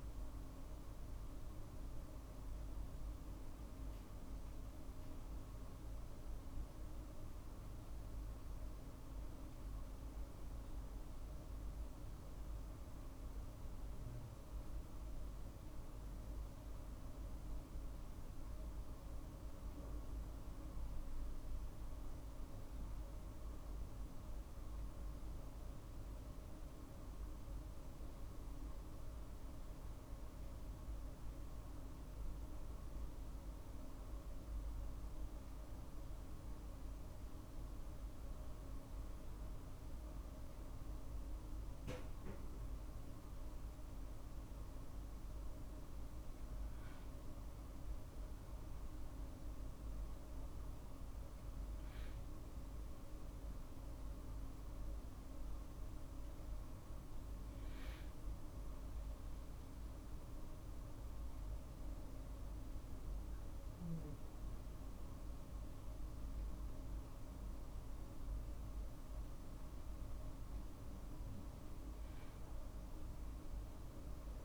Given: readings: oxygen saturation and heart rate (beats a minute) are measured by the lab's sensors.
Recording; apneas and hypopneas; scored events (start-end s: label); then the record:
a person partly awake in a sleep study, hard to hear, by a room microphone; none
52.50-74.45 s: new sleep stage, awake
55.50-71.50 s: drop in pulse transit time (device-marked, heart rate 51 before, 52 extreme)
From the record:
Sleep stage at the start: N1 (lightest sleep); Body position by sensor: on the right side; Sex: male